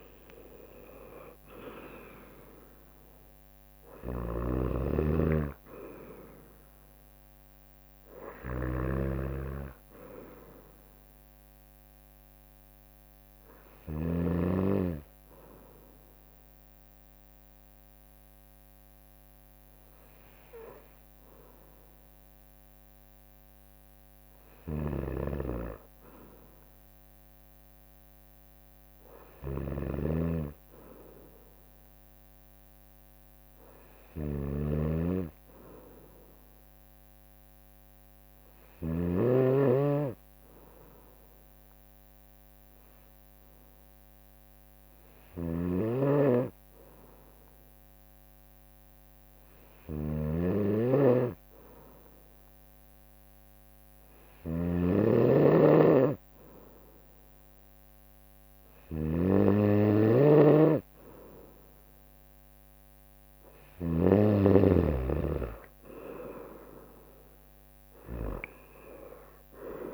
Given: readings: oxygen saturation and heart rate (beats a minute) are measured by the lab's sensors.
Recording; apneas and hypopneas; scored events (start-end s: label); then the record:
breathing in sleep by a microphone on the trachea; 2
0.00-11.00 s: oxygen desaturation (device-marked, oxygen 90% lowest, heart rate 58 extreme)
0.00-14.00 s: snoring (device-marked)
8.00-21.00 s: bradycardia (device-marked, heart rate 63 before, 58 extreme)
12.50-23.50 s: obstructive apnea (oxygen 95% before, 91% lowest, heart rate 61 before, 58 extreme, up 4 after)
24.00-38.50 s: snoring (device-marked)
26.00-30.00 s: arousal
32.00-39.00 s: bradycardia (device-marked, heart rate 63 before, 58 extreme)
36.50-54.50 s: hypopnea (oxygen 96% before, 91% lowest, heart rate 60 before, 58 extreme, up 4 after)
43.00-51.00 s: bradycardia (device-marked, heart rate 63 before, 58 extreme)
45.00-64.00 s: snoring (device-marked)
53.00-69.94 s: drop in pulse transit time (device-marked, heart rate 59 before, 59 extreme)
57.50-61.50 s: arousal
From the record:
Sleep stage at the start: N2 (light sleep); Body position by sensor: on the right side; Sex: female